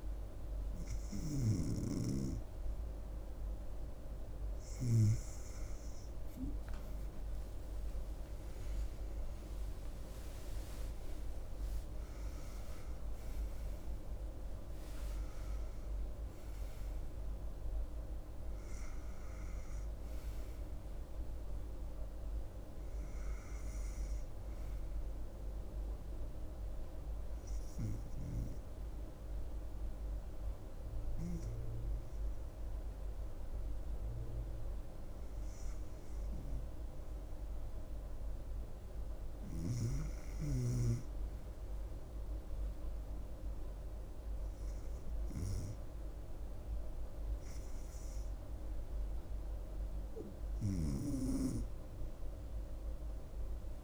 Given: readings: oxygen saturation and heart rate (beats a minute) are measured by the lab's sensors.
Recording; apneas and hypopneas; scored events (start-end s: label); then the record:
breathing in sleep by a room microphone; none
6.50-11.50 s: arousal
From the record:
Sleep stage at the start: REM sleep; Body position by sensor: on the back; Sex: female